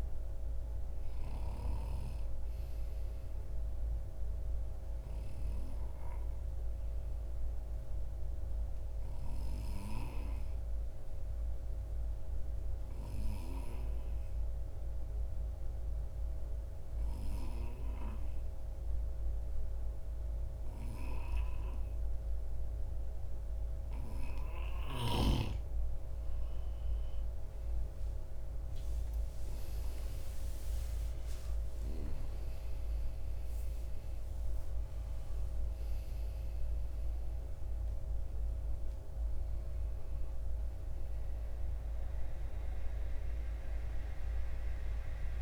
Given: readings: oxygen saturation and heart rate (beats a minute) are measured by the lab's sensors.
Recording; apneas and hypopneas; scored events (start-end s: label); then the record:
breathing in sleep by a room microphone; 1
6.00-23.50 s: obstructive apnea (oxygen 96% before, 88% lowest)
14.50-45.42 s: oxygen desaturation (device-marked, oxygen 95% before, 88% lowest)
26.50-31.00 s: arousal
From the record:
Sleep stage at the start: N2 (light sleep); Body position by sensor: on the right side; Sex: male